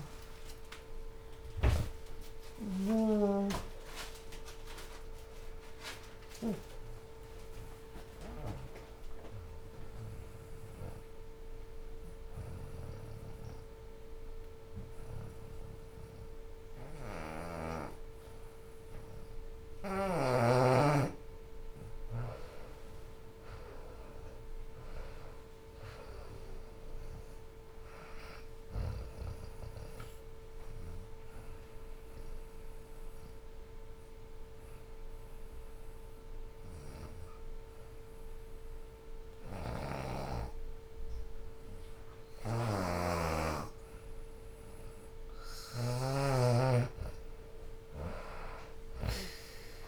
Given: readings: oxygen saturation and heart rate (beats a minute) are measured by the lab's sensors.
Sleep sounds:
breathing in sleep by a room microphone; 2
0.00-3.50 s: drop in pulse transit time (device-marked, heart rate 77 extreme)
0.00-10.50 s: oxygen desaturation (device-marked, oxygen 80% lowest, heart rate 63 extreme)
3.50-7.50 s: arousal
11.00-21.00 s: obstructive apnea (oxygen 94% before, 84% lowest, heart rate 106 before, 58 extreme, up 18 after)
21.50-49.88 s: new sleep stage, N2 (light sleep)
23.50-27.50 s: arousal
26.50-43.50 s: oxygen desaturation (device-marked, oxygen 94% before, 84% lowest, heart rate 73 before, 58 extreme)
31.50-45.00 s: obstructive apnea (oxygen 96% before, 84% lowest, heart rate 72 before, 60 extreme, up 20 after)
44.50-49.88 s: drop in pulse transit time (device-marked, heart rate 69 before, 65 extreme)
46.50-49.88 s: arousal
From the record:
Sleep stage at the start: N1 (lightest sleep); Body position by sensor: on the back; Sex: female

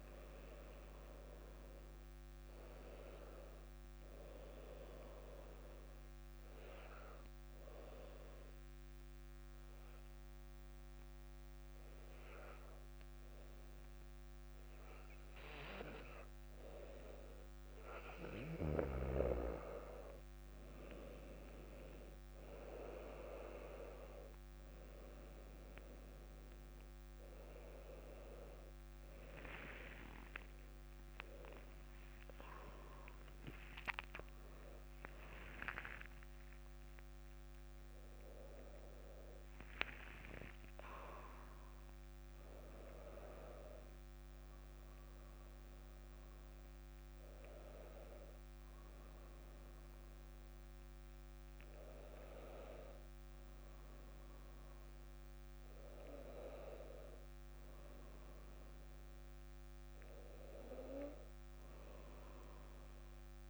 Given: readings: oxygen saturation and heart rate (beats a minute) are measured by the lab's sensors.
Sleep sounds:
breathing in sleep by a microphone on the trachea; 1
6.00-16.50 s: obstructive apnea (oxygen 98% before, 93% lowest, heart rate 61 before, 59 extreme, up 3 after)
20.50-43.50 s: oxygen desaturation (device-marked, oxygen 98% before, 93% lowest, heart rate 61 before, 60 extreme)
30.50-63.50 s: new sleep stage, N1 (lightest sleep)
31.00-37.50 s: arousal
40.00-42.00 s: long interval between heartbeats (device-marked, heart rate 63 before, 73 extreme)
From the record:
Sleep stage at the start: N2 (light sleep); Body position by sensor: on the back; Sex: female

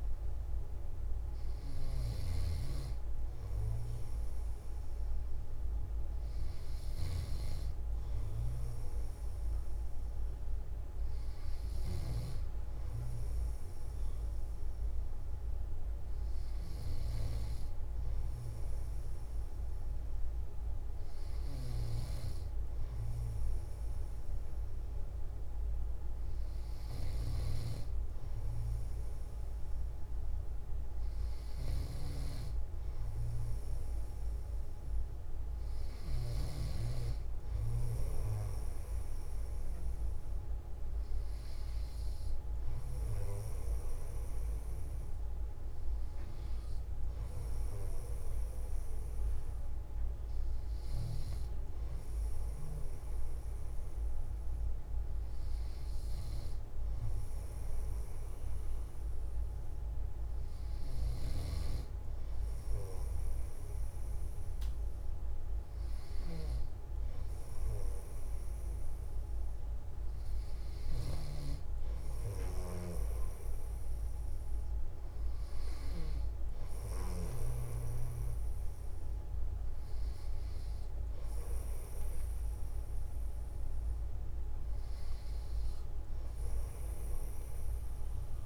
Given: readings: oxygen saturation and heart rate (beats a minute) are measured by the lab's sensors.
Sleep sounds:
breathing in sleep by a room microphone; none
none scored
From the record:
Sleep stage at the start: N2 (light sleep); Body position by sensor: on the back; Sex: male

